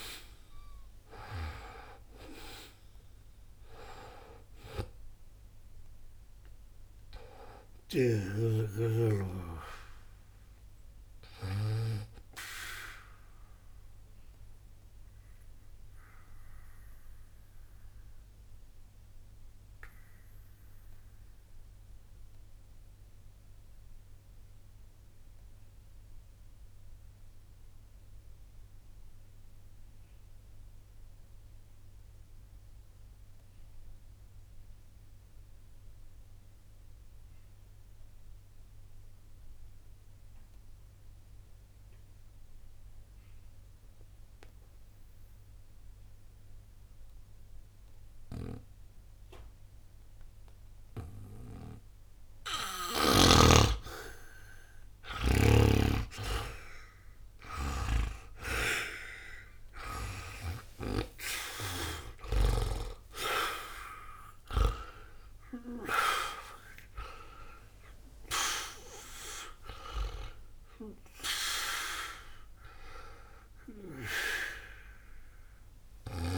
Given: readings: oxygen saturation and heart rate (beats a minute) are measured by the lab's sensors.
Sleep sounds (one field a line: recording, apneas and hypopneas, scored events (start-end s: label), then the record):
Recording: breathing in sleep by a room microphone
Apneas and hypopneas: 1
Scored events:
0.00-8.00 s: oxygen desaturation (device-marked, oxygen 87% lowest, heart rate 60 extreme)
10.00-28.00 s: oxygen desaturation (device-marked, oxygen 90% before, 78% lowest, heart rate 69 before, 60 extreme)
15.50-53.50 s: obstructive apnea (oxygen 95% before, 78% lowest, heart rate 69 before, 60 extreme, up 40 after)
50.00-76.38 s: oxygen desaturation (device-marked, oxygen 98% before, 80% lowest, heart rate 60 before, 60 extreme)
55.50-59.00 s: arousal
From the record:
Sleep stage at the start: N2 (light sleep)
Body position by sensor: on the back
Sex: male